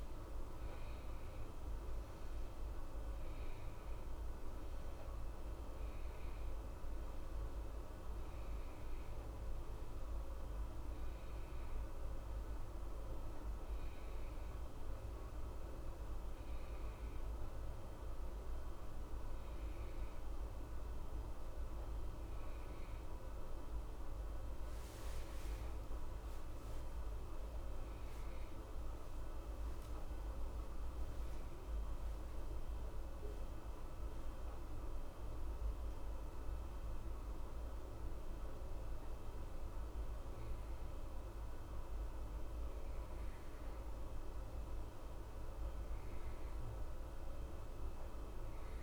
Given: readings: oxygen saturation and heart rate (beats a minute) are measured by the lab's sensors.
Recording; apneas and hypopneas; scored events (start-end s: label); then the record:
breathing in sleep, hard to hear, by a room microphone; 1
0.00-23.50 s: oxygen desaturation (device-marked, oxygen 89% lowest, heart rate 62 extreme)
22.50-27.50 s: arousal
30.50-44.50 s: obstructive apnea (oxygen 95% before, 89% lowest, heart rate 65 before, 63 extreme, up 1 after)
From the record:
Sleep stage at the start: N2 (light sleep); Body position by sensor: on the right side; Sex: male